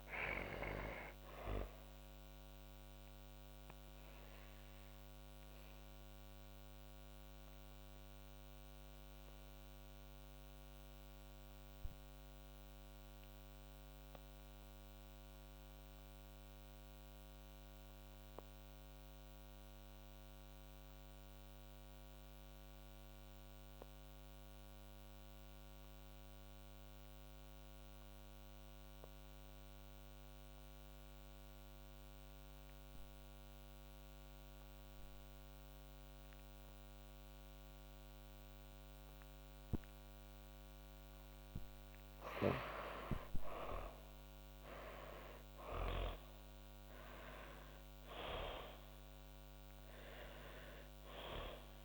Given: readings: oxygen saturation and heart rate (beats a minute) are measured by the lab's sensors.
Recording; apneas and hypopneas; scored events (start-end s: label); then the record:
breathing in sleep by a microphone on the trachea; 1
0.00-17.50 s: oxygen desaturation (device-marked, oxygen 84% lowest)
2.50-39.00 s: obstructive apnea (oxygen 99% before, 80% lowest)
32.50-51.85 s: oxygen desaturation (device-marked, oxygen 98% before, 80% lowest)
41.00-46.00 s: arousal
From the record:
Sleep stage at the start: N2 (light sleep); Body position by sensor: on the back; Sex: female